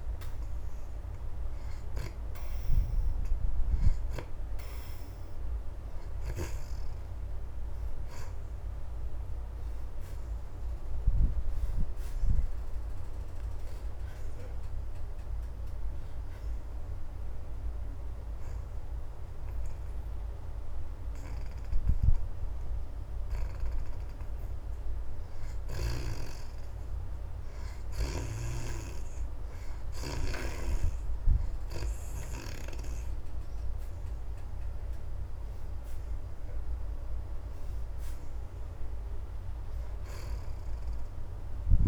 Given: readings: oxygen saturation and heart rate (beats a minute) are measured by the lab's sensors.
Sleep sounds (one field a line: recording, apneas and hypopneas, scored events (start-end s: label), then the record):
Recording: breathing in sleep by a room microphone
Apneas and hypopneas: 1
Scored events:
0.00-10.00 s: oxygen desaturation (device-marked, oxygen 66% lowest)
9.00-12.50 s: arousal
16.50-26.50 s: hypopnea (oxygen 76% before, 66% lowest)
18.00-37.00 s: oxygen desaturation (device-marked, oxygen 76% before, 68% lowest)
35.50-39.00 s: arousal
From the record:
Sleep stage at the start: N2 (light sleep)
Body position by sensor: on the back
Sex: female